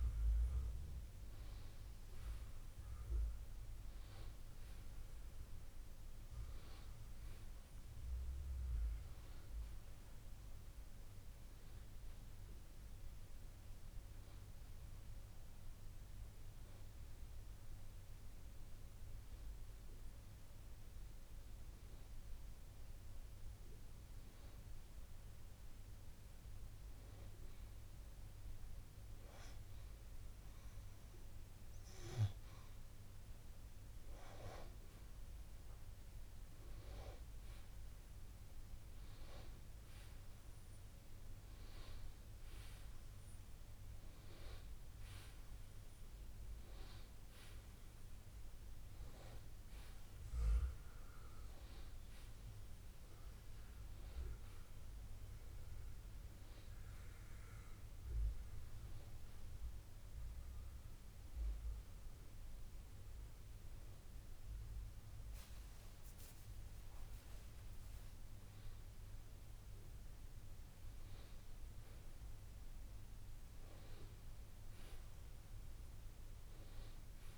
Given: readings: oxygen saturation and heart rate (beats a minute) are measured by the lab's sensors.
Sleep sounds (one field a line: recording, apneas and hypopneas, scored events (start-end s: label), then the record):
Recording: breathing in sleep, hard to hear, by a room microphone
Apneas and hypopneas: 2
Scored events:
23.00-34.00 s: hypopnea (oxygen 94% before, 92% lowest, heart rate 59 before, 60 extreme, up 4 after)
32.50-77.38 s: new sleep stage, N2 (light sleep)
41.50-46.00 s: arousal
58.50-68.50 s: hypopnea (oxygen 94% before, 91% lowest, heart rate 64 before, 60 extreme)
72.00-75.50 s: arousal
From the record:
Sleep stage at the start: REM sleep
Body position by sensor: on the back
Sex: male